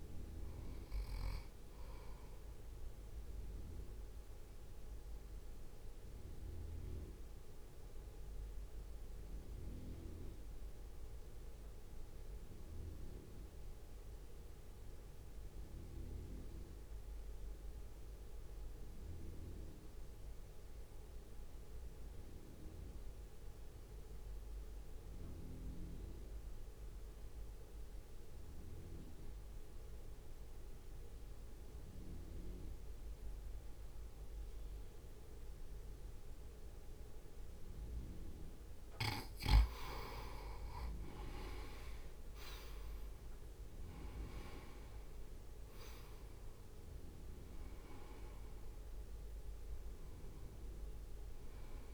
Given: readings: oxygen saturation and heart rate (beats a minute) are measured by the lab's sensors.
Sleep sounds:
breathing in sleep by a room microphone; 1
0.00-10.00 s: drop in pulse transit time (device-marked, heart rate 55 extreme)
0.00-23.00 s: oxygen desaturation (device-marked, oxygen 85% lowest, heart rate 55 extreme)
2.50-38.00 s: mixed apnea (oxygen 97% before, 85% lowest, heart rate 59 before, 52 extreme, up 7 after)
35.00-51.94 s: oxygen desaturation (device-marked, oxygen 98% before, 86% lowest, heart rate 62 before, 49 extreme)
43.00-47.50 s: arousal
45.00-51.94 s: drop in pulse transit time (device-marked, heart rate 60 before, 54 extreme)
From the record:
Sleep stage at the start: N2 (light sleep); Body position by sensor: on the right side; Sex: male

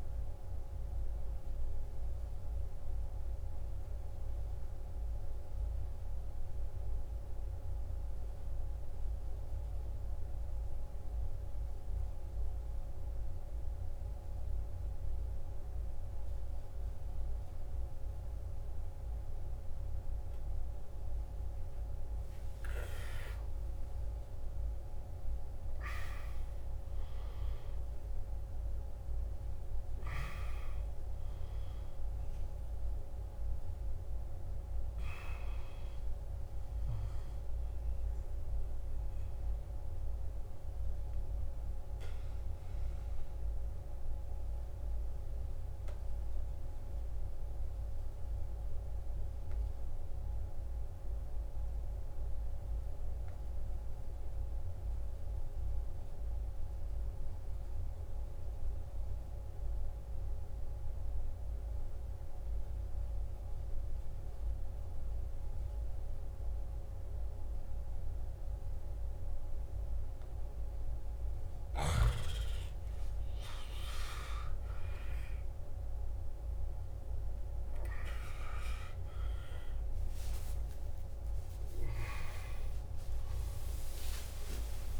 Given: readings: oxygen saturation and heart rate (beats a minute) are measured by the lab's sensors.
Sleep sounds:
breathing in sleep by a room microphone; 2
2.00-21.50 s: obstructive apnea (oxygen 99% before, 93% lowest, heart rate 67 before, 53 extreme, up 15 after)
19.00-48.00 s: oxygen desaturation (device-marked, oxygen 98% before, 93% lowest, heart rate 56 before, 53 extreme)
20.00-50.00 s: new sleep stage, N1 (lightest sleep)
23.00-28.00 s: arousal
42.00-72.00 s: obstructive apnea (oxygen 98% before, 91% lowest, heart rate 63 before, 53 extreme, up 16 after)
50.00-80.00 s: new sleep stage, N2 (light sleep)
63.00-85.00 s: oxygen desaturation (device-marked, oxygen 98% before, 92% lowest, heart rate 56 before, 53 extreme)
73.50-77.00 s: arousal
80.00-85.00 s: new sleep stage, N1 (lightest sleep)
81.00-85.00 s: arousal
From the record:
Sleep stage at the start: N2 (light sleep); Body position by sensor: on the back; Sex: male

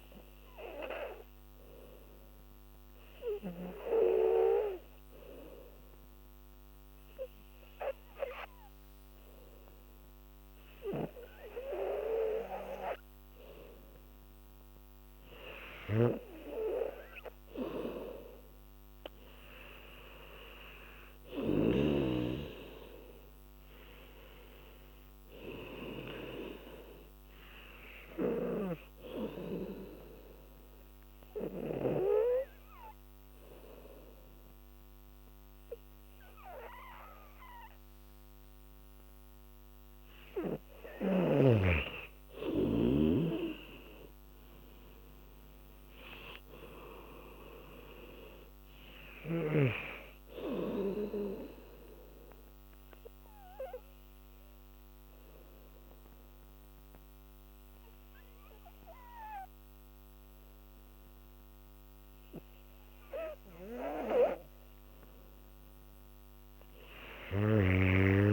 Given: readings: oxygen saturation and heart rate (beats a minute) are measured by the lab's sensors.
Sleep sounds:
breathing in sleep by a microphone on the trachea; 3
0.00-4.50 s: oxygen desaturation (device-marked, oxygen 93% lowest, heart rate 72 extreme)
2.00-14.50 s: obstructive apnea (oxygen 98% before, 89% lowest, heart rate 79 before, 75 extreme, up 10 after)
16.00-22.00 s: snoring (device-marked)
17.00-20.50 s: arousal
20.50-28.50 s: oxygen desaturation (device-marked, oxygen 97% before, 91% lowest, heart rate 79 before, 77 extreme)
29.50-41.50 s: obstructive apnea (oxygen 97% before, 89% lowest, heart rate 83 before, 66 extreme, up 12 after)
43.50-47.50 s: arousal
49.50-65.50 s: oxygen desaturation (device-marked, oxygen 98% before, 89% lowest, heart rate 81 before, 66 extreme)
51.50-64.00 s: obstructive apnea (oxygen 98% before, 89% lowest, heart rate 81 before, 68 extreme, up 15 after)
67.00-68.33 s: arousal
From the record:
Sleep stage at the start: N2 (light sleep); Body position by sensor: on the back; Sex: female

